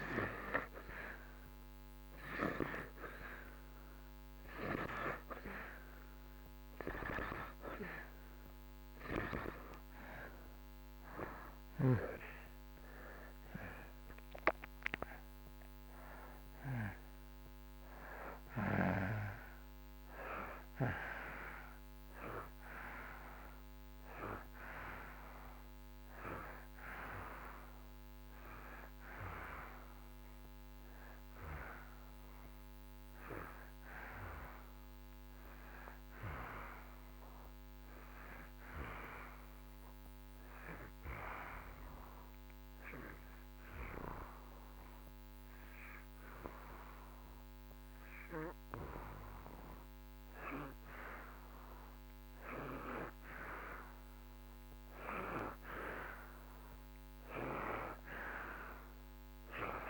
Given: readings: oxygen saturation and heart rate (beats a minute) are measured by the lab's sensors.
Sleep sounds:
breathing in sleep by a microphone on the trachea; 1
0.00-3.50 s: arousal
0.00-17.50 s: oxygen desaturation (device-marked, oxygen 86% lowest)
30.00-34.00 s: arousal
37.00-52.50 s: hypopnea (oxygen 92% before, 85% lowest)
53.50-59.90 s: oxygen desaturation (device-marked, oxygen 93% before, 85% lowest)
55.00-59.90 s: arousal
From the record:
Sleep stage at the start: N2 (light sleep); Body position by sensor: on the back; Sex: male

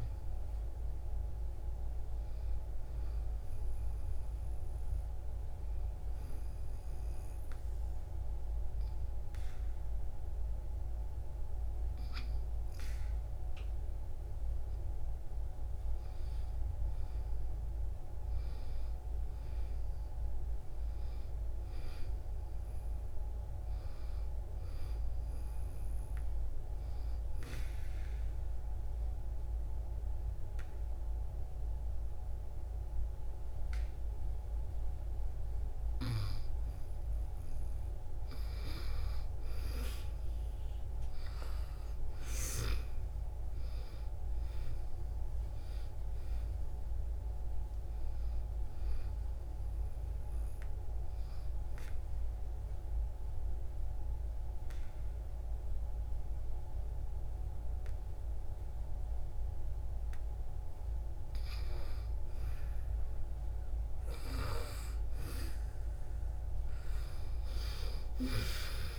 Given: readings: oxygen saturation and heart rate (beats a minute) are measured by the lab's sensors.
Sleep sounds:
breathing in sleep, hard to hear, by a room microphone; 3
3.00-15.50 s: obstructive apnea (oxygen 96% before, 90% lowest)
17.00-21.00 s: arousal
22.00-34.00 s: oxygen desaturation (device-marked, oxygen 96% before, 91% lowest)
27.50-37.50 s: mixed apnea (oxygen 96% before, 90% lowest)
41.00-44.50 s: arousal
43.00-55.00 s: oxygen desaturation (device-marked, oxygen 96% before, 90% lowest)
50.00-61.00 s: mixed apnea (oxygen 96% before, 89% lowest)
66.50-68.99 s: arousal
67.00-68.99 s: oxygen desaturation (device-marked, oxygen 96% before, 91% lowest)
From the record:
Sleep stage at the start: N2 (light sleep); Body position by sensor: on the back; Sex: female

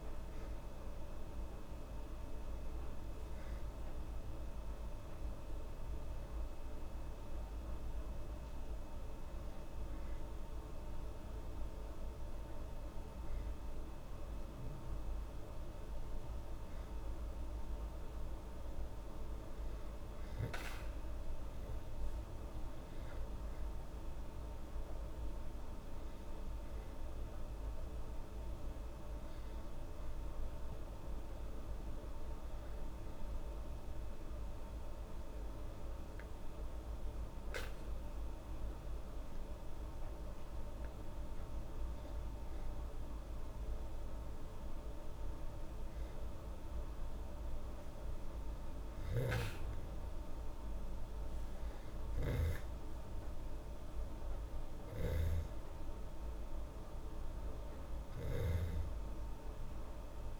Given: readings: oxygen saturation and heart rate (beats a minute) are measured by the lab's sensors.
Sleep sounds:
breathing in sleep, hard to hear, by a room microphone; none
none scored
From the record:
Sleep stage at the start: N2 (light sleep); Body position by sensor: on the back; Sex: female

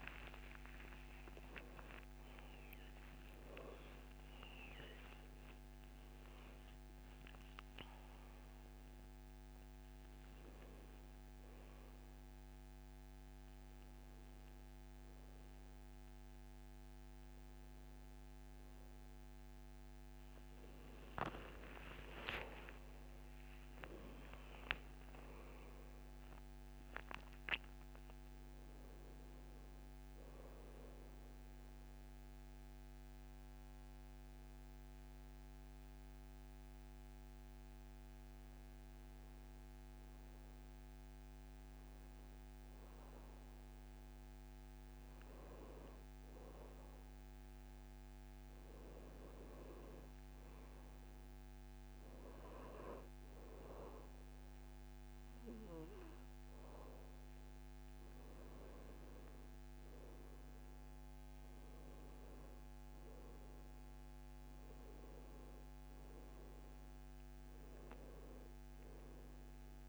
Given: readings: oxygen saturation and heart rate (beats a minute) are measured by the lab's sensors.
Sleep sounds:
breathing in sleep by a microphone on the trachea; 1
0.00-1.50 s: arousal
24.00-27.50 s: arousal
31.00-41.50 s: obstructive apnea (oxygen 97% before, 90% lowest, heart rate 92 before, 65 extreme, up 0 after)
44.00-47.50 s: arousal
49.50-66.50 s: oxygen desaturation (device-marked, oxygen 97% before, 92% lowest, heart rate 70 before, 67 extreme)
68.00-69.89 s: arousal
From the record:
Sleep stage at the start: N1 (lightest sleep); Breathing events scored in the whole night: 268 in 4.1 hours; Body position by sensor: on the back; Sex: male

